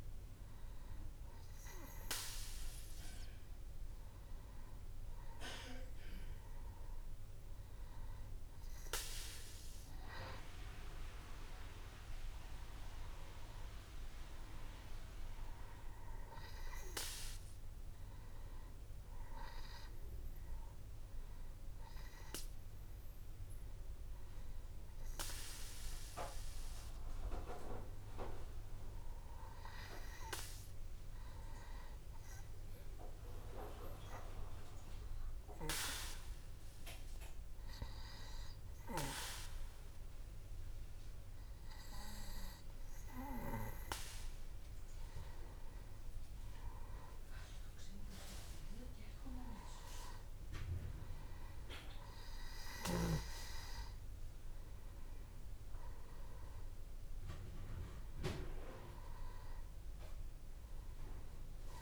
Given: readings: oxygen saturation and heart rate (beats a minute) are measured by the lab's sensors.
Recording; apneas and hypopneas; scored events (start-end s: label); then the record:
a person partly awake in a sleep study, by a room microphone; 1
30.00-61.81 s: new sleep stage, N1 (lightest sleep)
32.00-45.50 s: hypopnea (oxygen 97% before, 94% lowest, heart rate 61 before, 64 extreme, up 4 after)
48.50-53.00 s: arousal
From the record:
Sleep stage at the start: awake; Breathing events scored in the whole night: 341 in 4.3 hours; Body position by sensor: on the back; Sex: male